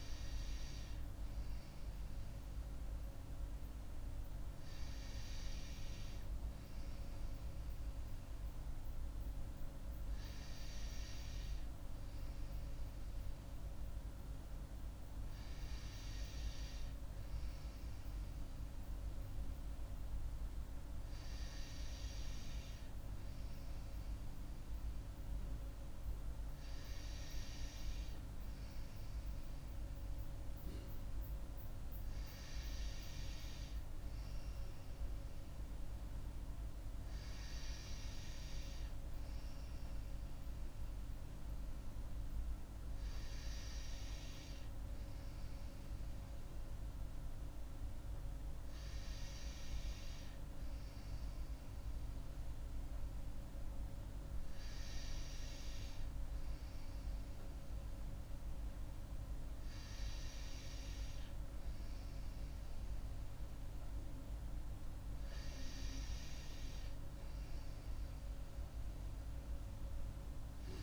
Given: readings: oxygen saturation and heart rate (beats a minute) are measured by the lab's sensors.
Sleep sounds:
breathing in sleep, hard to hear, by a room microphone; none
none scored
From the record:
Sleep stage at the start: N2 (light sleep); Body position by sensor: on the right side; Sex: female

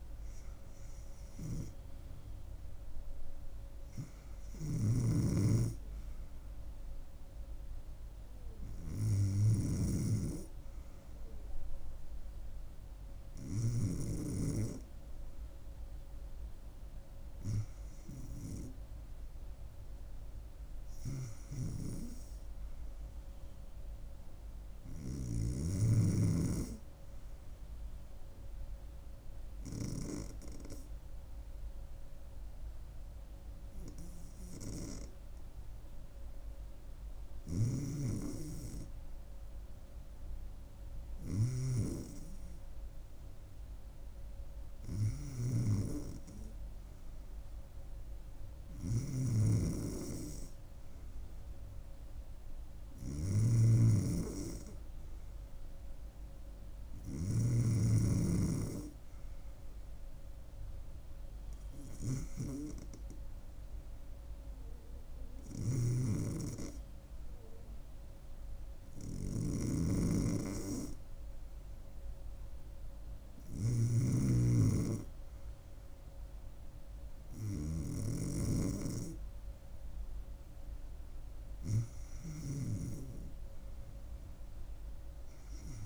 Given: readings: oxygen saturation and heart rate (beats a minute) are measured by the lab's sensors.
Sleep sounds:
breathing in sleep by a room microphone; 1
4.50-10.00 s: snoring (device-marked)
29.50-41.00 s: hypopnea (oxygen 95% before, 92% lowest, heart rate 75 before, 75 extreme, up 4 after)
37.50-41.50 s: snoring (device-marked)
43.00-46.50 s: arousal
44.50-60.50 s: oxygen desaturation (device-marked, oxygen 95% before, 92% lowest, heart rate 75 before, 77 extreme)
49.00-57.50 s: snoring (device-marked)
65.50-74.00 s: snoring (device-marked)
From the record:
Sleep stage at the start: REM sleep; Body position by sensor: on the back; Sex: female

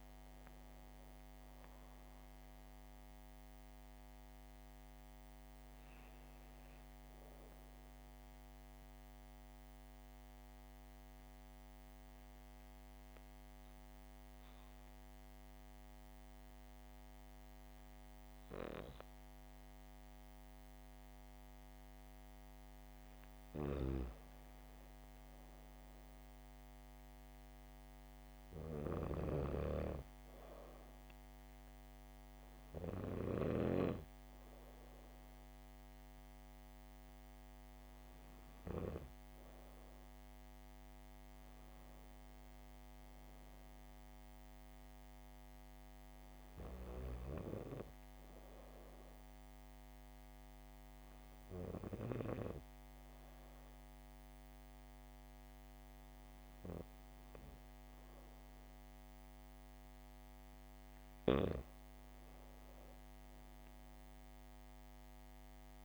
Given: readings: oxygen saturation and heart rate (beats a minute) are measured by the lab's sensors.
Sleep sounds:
breathing in sleep by a microphone on the trachea; 1
0.00-4.00 s: oxygen desaturation (device-marked, oxygen 92% lowest, heart rate 66 extreme)
6.00-15.00 s: oxygen desaturation (device-marked, oxygen 94% before, 90% lowest, heart rate 72 before, 66 extreme)
9.00-23.50 s: mixed apnea (oxygen 99% before, 90% lowest, heart rate 73 before, 66 extreme, up 2 after)
25.00-28.00 s: arousal
30.00-40.00 s: oxygen desaturation (device-marked, oxygen 99% before, 95% lowest, heart rate 67 before, 64 extreme)
From the record:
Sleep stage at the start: N2 (light sleep); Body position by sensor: on the back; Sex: female

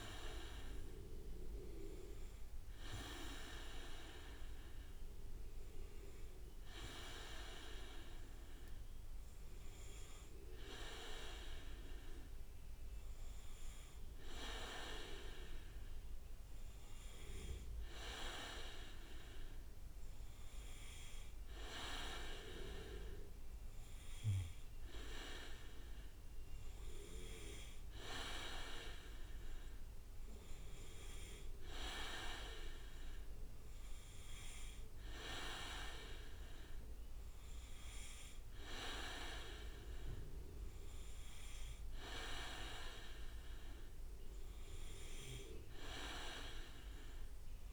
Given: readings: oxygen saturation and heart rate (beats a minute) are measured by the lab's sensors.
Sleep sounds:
breathing in sleep by a room microphone; none
none scored
From the record:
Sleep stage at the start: N2 (light sleep); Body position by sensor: on the back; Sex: male

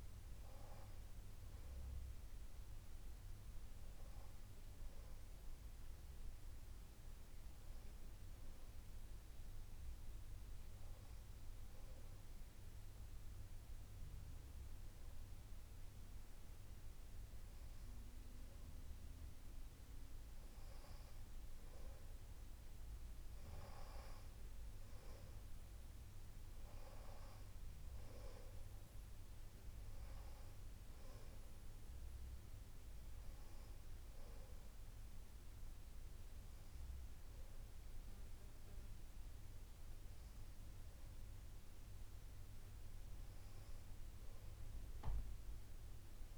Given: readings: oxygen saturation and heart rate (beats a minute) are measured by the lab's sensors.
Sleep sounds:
breathing in sleep, hard to hear, by a room microphone; none
none scored
From the record:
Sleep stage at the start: N1 (lightest sleep); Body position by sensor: on the back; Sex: female

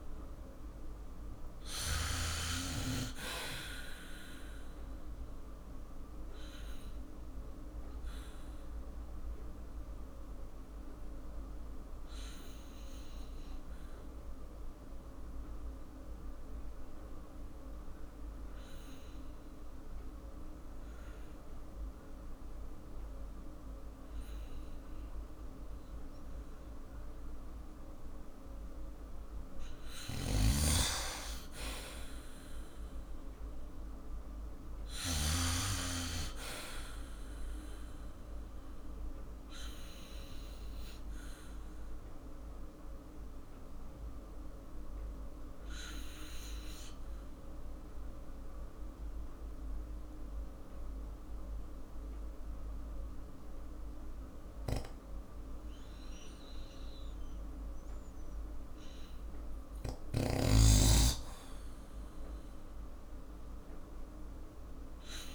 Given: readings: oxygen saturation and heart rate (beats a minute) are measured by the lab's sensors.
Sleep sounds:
breathing in sleep by a room microphone; 2
0.00-1.00 s: arousal
0.00-2.00 s: snoring (device-marked)
0.00-8.50 s: oxygen desaturation (device-marked, oxygen 92% lowest, heart rate 49 extreme)
6.00-28.00 s: obstructive apnea (oxygen 97% before, 90% lowest, heart rate 54 before, 48 extreme, up 7 after)
24.50-33.50 s: oxygen desaturation (device-marked, oxygen 96% before, 90% lowest, heart rate 53 before, 48 extreme)
30.00-35.50 s: snoring (device-marked)
31.50-35.00 s: arousal
39.00-56.50 s: obstructive apnea (oxygen 96% before, 91% lowest, heart rate 54 before, 48 extreme, up 8 after)
54.50-65.35 s: snoring (device-marked)
56.50-65.35 s: oxygen desaturation (device-marked, oxygen 97% before, 91% lowest, heart rate 54 before, 51 extreme)
62.50-65.35 s: arousal
From the record:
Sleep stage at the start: N2 (light sleep); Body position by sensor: on the back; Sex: male

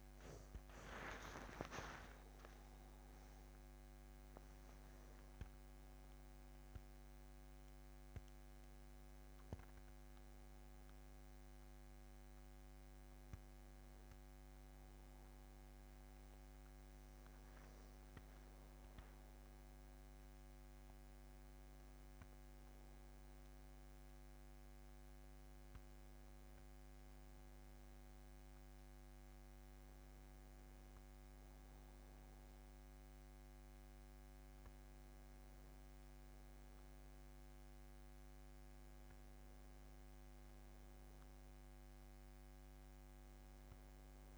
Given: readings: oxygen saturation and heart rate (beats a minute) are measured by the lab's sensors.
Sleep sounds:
a person partly awake in a sleep study, hard to hear, by a microphone on the trachea; none
10.00-40.00 s: new sleep stage, N1 (lightest sleep)
40.00-44.37 s: new sleep stage, N2 (light sleep)
From the record:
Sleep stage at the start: awake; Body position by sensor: on the back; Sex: male

